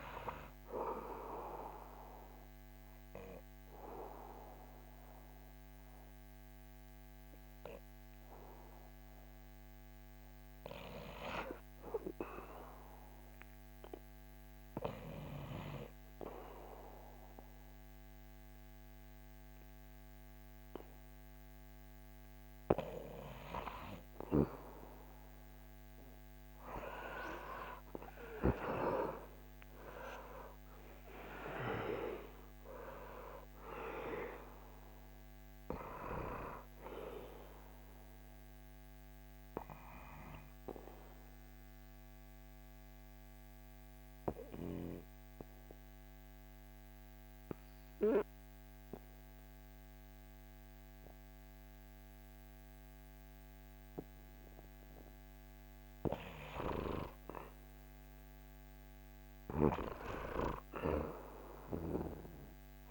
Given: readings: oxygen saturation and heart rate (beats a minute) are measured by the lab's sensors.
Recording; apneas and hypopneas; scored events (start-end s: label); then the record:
breathing in sleep by a microphone on the trachea; 2
4.00-23.00 s: obstructive apnea (oxygen 99% before, 94% lowest, heart rate 80 before, 75 extreme, up 6 after)
25.50-30.50 s: arousal
33.50-55.50 s: oxygen desaturation (device-marked, oxygen 98% before, 94% lowest, heart rate 78 before, 74 extreme)
39.50-56.00 s: obstructive apnea (oxygen 99% before, 94% lowest, heart rate 78 before, 74 extreme, up 4 after)
58.50-62.91 s: arousal
From the record:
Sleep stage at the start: N1 (lightest sleep); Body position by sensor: on the back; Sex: male